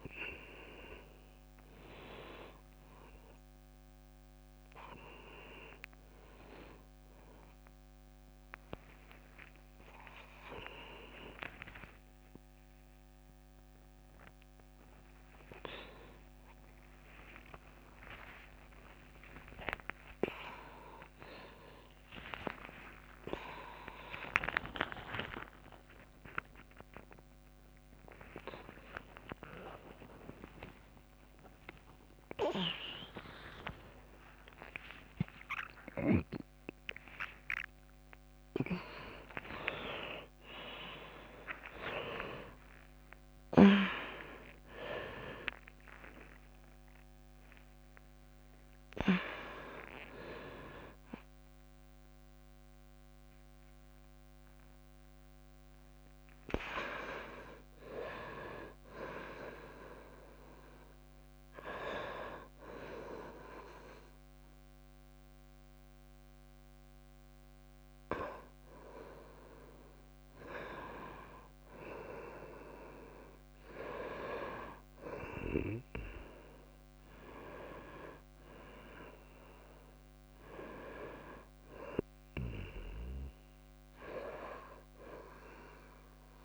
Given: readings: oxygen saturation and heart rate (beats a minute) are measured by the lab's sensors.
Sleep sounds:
a person awake in a sleep study, by a microphone on the trachea; none
4.50-17.50 s: oxygen desaturation (device-marked, oxygen 98% before, 93% lowest, heart rate 64 before, 103 extreme)
7.50-57.50 s: tachycardia (device-marked, heart rate 68 before, 173 extreme)
11.50-12.50 s: drop in pulse transit time (device-marked, heart rate 70 before, 123 extreme)
11.50-13.50 s: long interval between heartbeats (device-marked, heart rate 70 before, 123 extreme)
14.00-16.00 s: long interval between heartbeats (device-marked, heart rate 77 before, 150 extreme)
16.50-19.50 s: drop in pulse transit time (device-marked, heart rate 92 before, 139 extreme)
18.00-20.00 s: long interval between heartbeats (device-marked, heart rate 97 before, 139 extreme)
23.00-25.00 s: long interval between heartbeats (device-marked, heart rate 114 before, 135 extreme)
25.00-27.00 s: long interval between heartbeats (device-marked, heart rate 120 before, 139 extreme)
28.50-30.50 s: long interval between heartbeats (device-marked, heart rate 133 before, 103 extreme)
32.50-34.50 s: long interval between heartbeats (device-marked, heart rate 136 before, 119 extreme)
35.50-36.50 s: drop in pulse transit time (device-marked, heart rate 132 before, 130 extreme)
38.00-40.00 s: long interval between heartbeats (device-marked, heart rate 129 before, 122 extreme)
40.50-42.50 s: long interval between heartbeats (device-marked, heart rate 127 before, 144 extreme)
42.50-44.50 s: long interval between heartbeats (device-marked, heart rate 129 before, 149 extreme)
44.50 s: drop in pulse transit time (device-marked)
45.00-47.00 s: long interval between heartbeats (device-marked, heart rate 130 before, 168 extreme)
47.00-49.00 s: long interval between heartbeats (device-marked, heart rate 133 before, 168 extreme)
48.50-64.50 s: drop in pulse transit time (device-marked, heart rate 137 before, 76 extreme)
56.00-58.00 s: long interval between heartbeats (device-marked, heart rate 144 before, 135 extreme)
76.50-86.45 s: oxygen desaturation (device-marked, oxygen 98% before, 92% lowest, heart rate 83 before, 67 extreme)
84.50-86.45 s: new sleep stage, N1 (lightest sleep)
From the record:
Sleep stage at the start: awake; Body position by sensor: on the right side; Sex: female

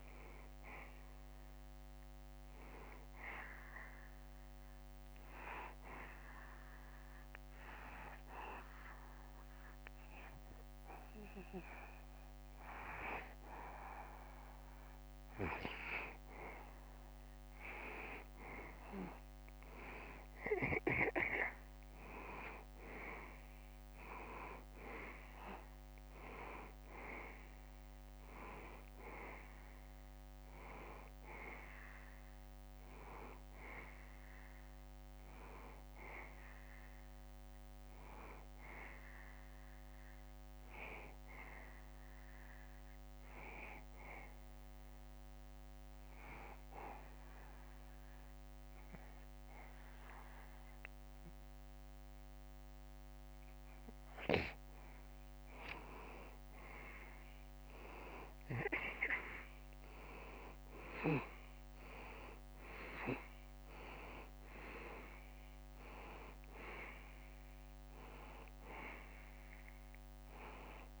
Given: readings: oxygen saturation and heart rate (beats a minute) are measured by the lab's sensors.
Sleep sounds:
breathing in sleep by a microphone on the trachea; 2
5.50-16.00 s: obstructive apnea (oxygen 94% before, 88% lowest, heart rate 74 before, 71 extreme, up 1 after)
19.00-23.00 s: arousal
24.50-45.50 s: oxygen desaturation (device-marked, oxygen 93% before, 90% lowest, heart rate 72 before, 72 extreme)
44.50-54.50 s: obstructive apnea (oxygen 94% before, 88% lowest, heart rate 75 before, 72 extreme, up 1 after)
57.00-61.00 s: arousal
58.50-71.00 s: oxygen desaturation (device-marked, oxygen 95% before, 88% lowest, heart rate 73 before, 71 extreme)
From the record:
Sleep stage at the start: N2 (light sleep); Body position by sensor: on the back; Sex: male

